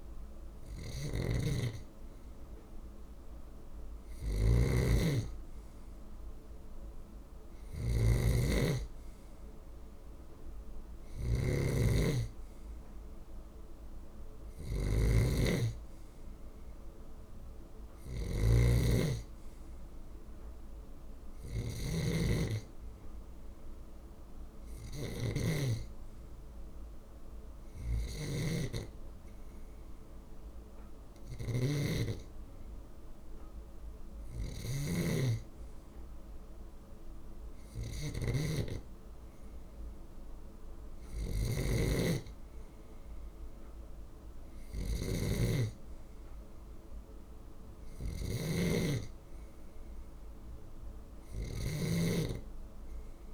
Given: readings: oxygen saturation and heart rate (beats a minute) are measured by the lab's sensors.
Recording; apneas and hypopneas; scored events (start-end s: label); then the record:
breathing in sleep by a room microphone; none
0.00-53.34 s: snoring (device-marked)
9.00-15.00 s: oxygen desaturation (device-marked, oxygen 97% before, 94% lowest)
From the record:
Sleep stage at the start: N2 (light sleep); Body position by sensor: on the left side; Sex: male